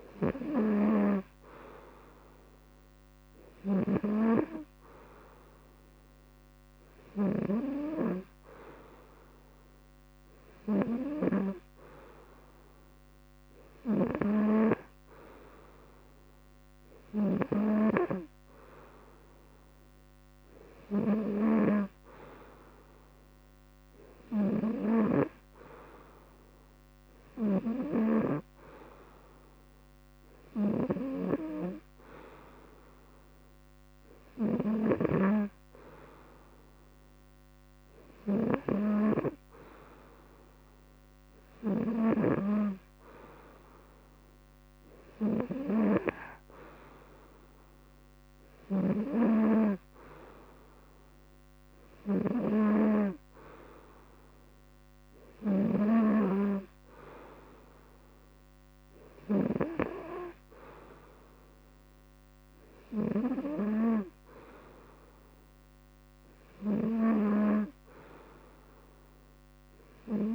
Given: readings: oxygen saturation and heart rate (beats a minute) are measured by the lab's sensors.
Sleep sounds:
breathing in sleep by a microphone on the trachea; none
6.50-34.50 s: snoring (device-marked)
From the record:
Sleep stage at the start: N2 (light sleep); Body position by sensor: on the front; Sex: male

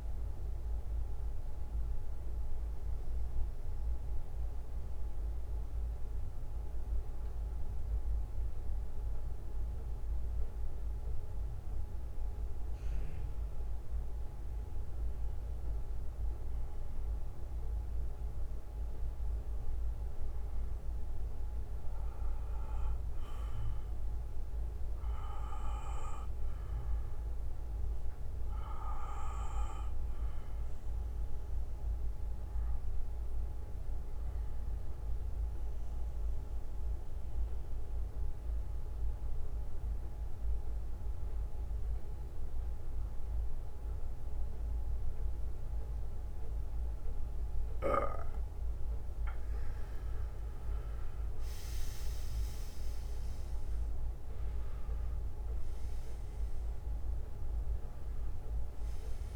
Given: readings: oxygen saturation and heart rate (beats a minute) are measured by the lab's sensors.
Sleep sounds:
breathing in sleep, hard to hear, by a room microphone; 2
0.00-11.00 s: bradycardia (device-marked, heart rate 48 extreme)
4.50-15.00 s: obstructive apnea (oxygen 97% before, 92% lowest, heart rate 65 before, 50 extreme, up 11 after)
14.00-25.00 s: bradycardia (device-marked, heart rate 61 before, 57 extreme)
16.00-20.00 s: arousal
26.00-28.00 s: bradycardia (device-marked, heart rate 60 before, 56 extreme)
28.00-48.00 s: obstructive apnea (oxygen 97% before, 90% lowest, heart rate 56 before, 57 extreme, up 10 after)
30.00-43.00 s: bradycardia (device-marked, heart rate 60 before, 57 extreme)
45.00-49.00 s: bradycardia (device-marked, heart rate 60 before, 59 extreme)
51.50-55.50 s: arousal
From the record:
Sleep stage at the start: N2 (light sleep); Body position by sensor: on the back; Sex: male

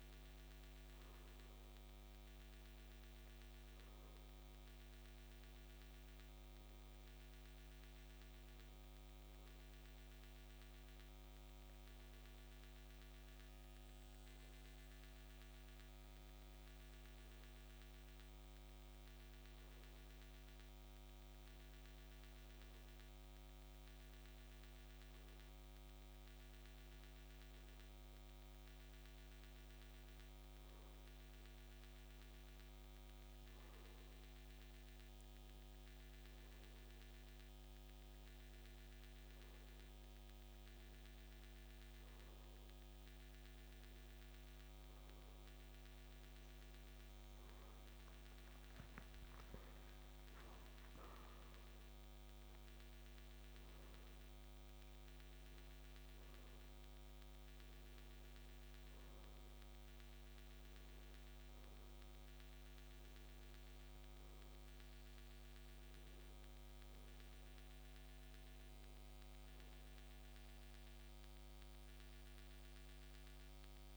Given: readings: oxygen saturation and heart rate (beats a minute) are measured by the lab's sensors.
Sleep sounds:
a person awake in a sleep study, hard to hear, by a microphone on the trachea; none
none scored
From the record:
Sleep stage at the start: awake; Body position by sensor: on the back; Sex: male

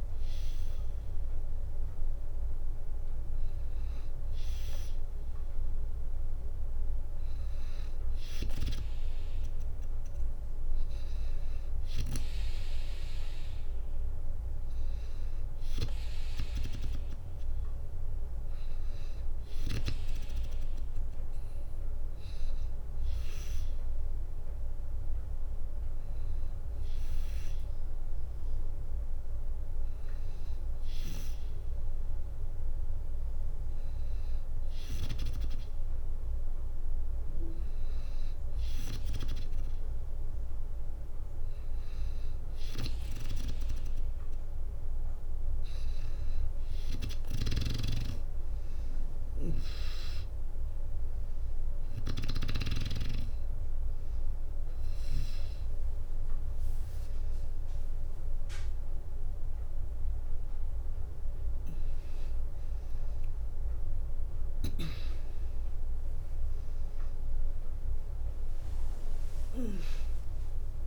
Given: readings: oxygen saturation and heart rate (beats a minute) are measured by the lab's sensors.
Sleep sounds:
breathing in sleep by a room microphone; none
46.50-51.50 s: snoring (device-marked)
56.00-70.87 s: tachycardia (device-marked, heart rate 64 before, 172 extreme)
57.50-59.50 s: long interval between heartbeats (device-marked, heart rate 65 before, 82 extreme)
60.00-64.00 s: drop in pulse transit time (device-marked, heart rate 69 before, 116 extreme)
61.50-63.50 s: long interval between heartbeats (device-marked, heart rate 72 before, 130 extreme)
64.00-70.87 s: new sleep stage, awake
64.50-66.50 s: long interval between heartbeats (device-marked, heart rate 83 before, 163 extreme)
67.00-70.87 s: drop in pulse transit time (device-marked, heart rate 99 before, 65 extreme)
69.00-70.87 s: long interval between heartbeats (device-marked, heart rate 107 before, 122 extreme)
From the record:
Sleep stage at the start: N2 (light sleep); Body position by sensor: on the back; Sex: female

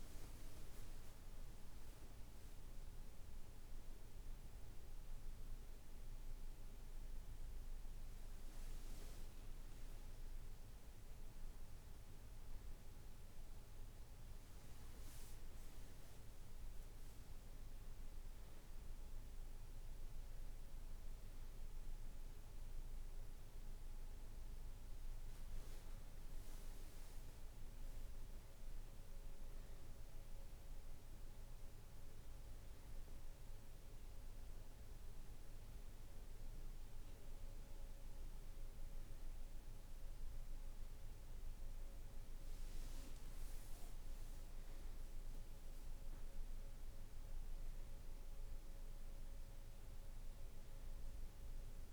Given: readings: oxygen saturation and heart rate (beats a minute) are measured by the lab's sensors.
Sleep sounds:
breathing in sleep, hard to hear, by a room microphone; none
none scored
From the record:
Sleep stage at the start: N1 (lightest sleep); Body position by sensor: on the back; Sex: male

